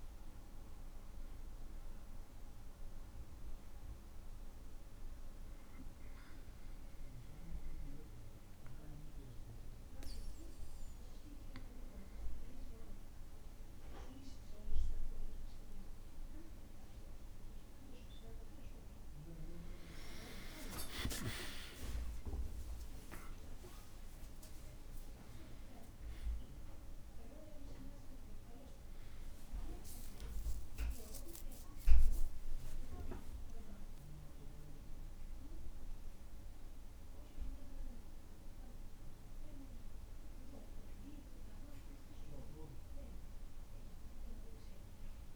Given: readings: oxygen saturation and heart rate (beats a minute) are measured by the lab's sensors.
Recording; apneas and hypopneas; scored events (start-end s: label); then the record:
breathing in sleep by a room microphone; 1
0.50-13.50 s: hypopnea (oxygen 97% before, 96% lowest, heart rate 56 before, 57 extreme, up 6 after)
17.00-22.50 s: arousal
31.50-33.50 s: long interval between heartbeats (device-marked, heart rate 62 before, 92 extreme)
From the record:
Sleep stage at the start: N2 (light sleep); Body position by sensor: on the back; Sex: male